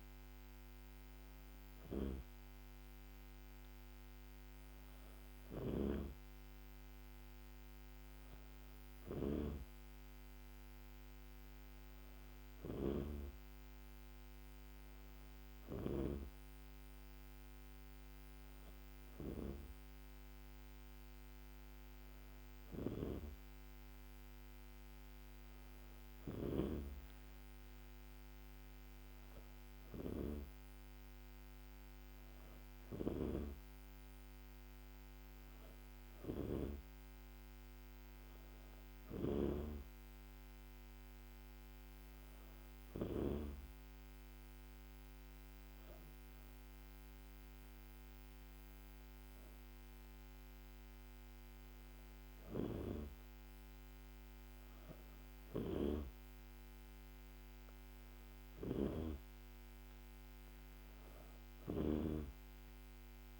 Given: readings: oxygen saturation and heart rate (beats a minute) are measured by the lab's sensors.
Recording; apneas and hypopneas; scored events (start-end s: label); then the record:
breathing in sleep by a microphone on the trachea; none
none scored
From the record:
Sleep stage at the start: N2 (light sleep); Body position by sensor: on the back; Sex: female